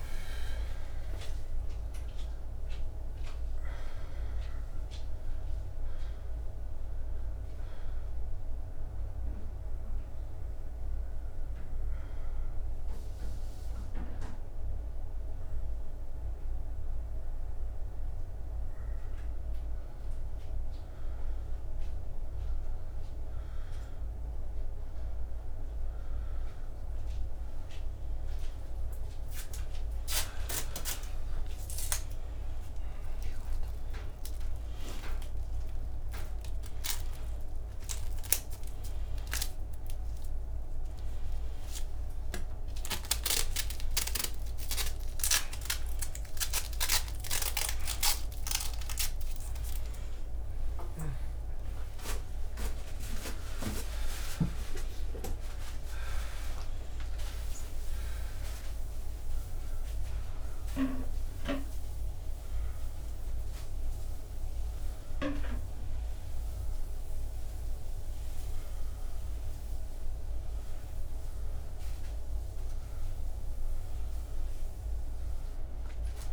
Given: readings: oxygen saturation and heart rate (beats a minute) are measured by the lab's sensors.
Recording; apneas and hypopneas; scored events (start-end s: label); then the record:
a person awake in a sleep study, by a room microphone; none
27.50-43.50 s: oxygen desaturation (device-marked, oxygen 99% before, 95% lowest, heart rate 82 before, 82 extreme)
From the record:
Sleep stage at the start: awake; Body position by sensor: on the back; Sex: male